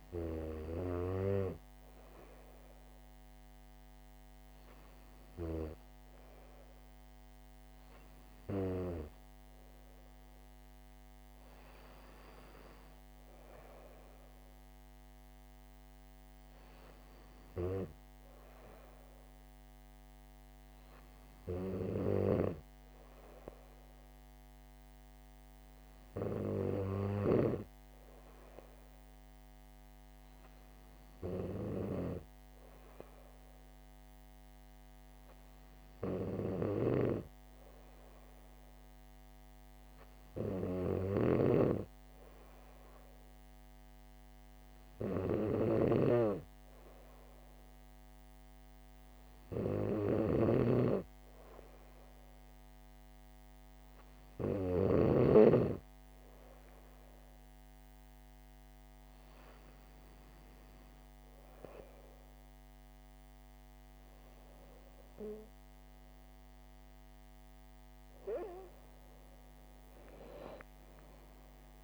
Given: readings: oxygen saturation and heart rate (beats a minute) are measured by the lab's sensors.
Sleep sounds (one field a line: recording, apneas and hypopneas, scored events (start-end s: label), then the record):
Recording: breathing in sleep by a microphone on the trachea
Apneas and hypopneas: none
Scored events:
37.00-55.50 s: snoring (device-marked)
From the record:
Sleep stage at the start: N3 (deep sleep)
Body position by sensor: on the back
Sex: female